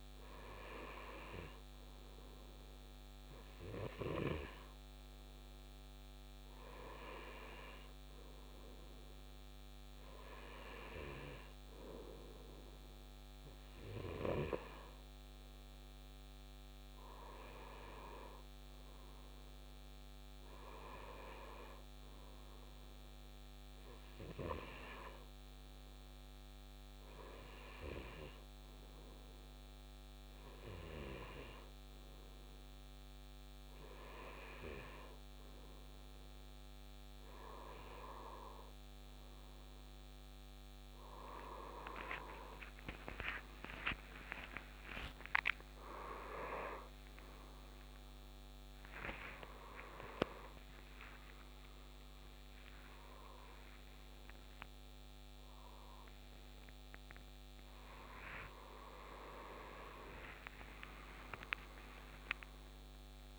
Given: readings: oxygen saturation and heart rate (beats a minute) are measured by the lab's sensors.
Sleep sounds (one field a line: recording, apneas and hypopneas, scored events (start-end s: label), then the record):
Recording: breathing in sleep by a microphone on the trachea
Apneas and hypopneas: none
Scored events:
0.00-9.50 s: oxygen desaturation (device-marked, oxygen 90% lowest, heart rate 75 extreme)
54.50-63.39 s: new sleep stage, awake
From the record:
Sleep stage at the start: N2 (light sleep)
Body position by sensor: on the right side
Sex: male